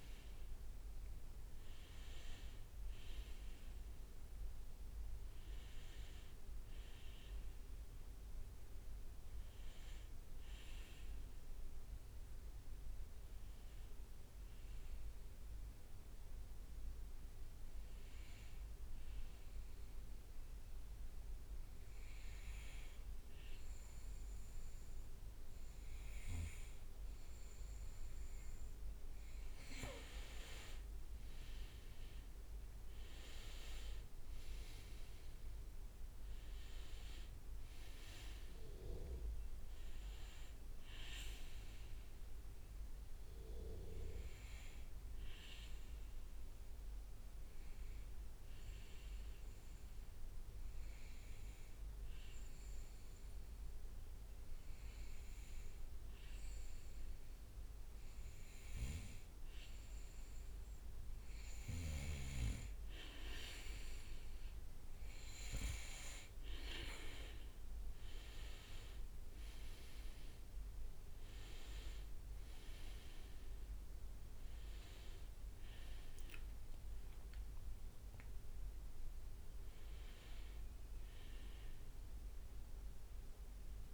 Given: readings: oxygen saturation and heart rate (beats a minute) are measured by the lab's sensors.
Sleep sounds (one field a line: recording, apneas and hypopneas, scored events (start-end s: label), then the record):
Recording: breathing in sleep by a room microphone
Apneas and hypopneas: 2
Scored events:
0.00-11.50 s: oxygen desaturation (device-marked, oxygen 94% lowest, heart rate 61 extreme)
12.50-28.50 s: obstructive apnea (oxygen 97% before, 94% lowest, heart rate 68 before, 60 extreme, up 8 after)
30.50-49.50 s: oxygen desaturation (device-marked, oxygen 98% before, 94% lowest, heart rate 62 before, 60 extreme)
31.00-36.00 s: arousal
45.50-60.00 s: obstructive apnea (oxygen 98% before, 94% lowest, heart rate 66 before, 64 extreme, up 5 after)
63.50-83.94 s: oxygen desaturation (device-marked, oxygen 98% before, 94% lowest, heart rate 65 before, 60 extreme)
67.50-72.00 s: arousal
81.50-83.94 s: arousal
From the record:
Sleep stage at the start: N2 (light sleep)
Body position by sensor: on the back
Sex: male